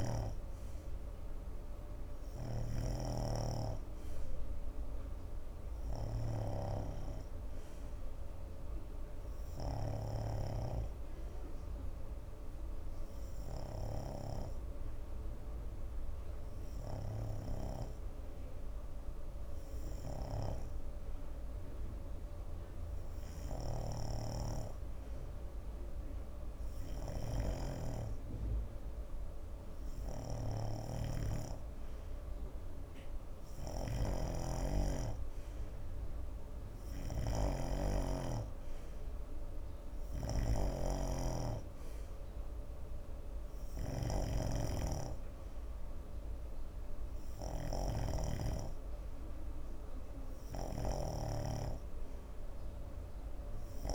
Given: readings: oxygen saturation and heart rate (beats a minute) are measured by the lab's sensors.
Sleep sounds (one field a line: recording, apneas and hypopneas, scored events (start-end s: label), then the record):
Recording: breathing in sleep by a room microphone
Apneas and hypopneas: none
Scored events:
0.00-53.95 s: snoring (device-marked)
From the record:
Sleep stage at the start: N2 (light sleep)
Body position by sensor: on the right side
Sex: male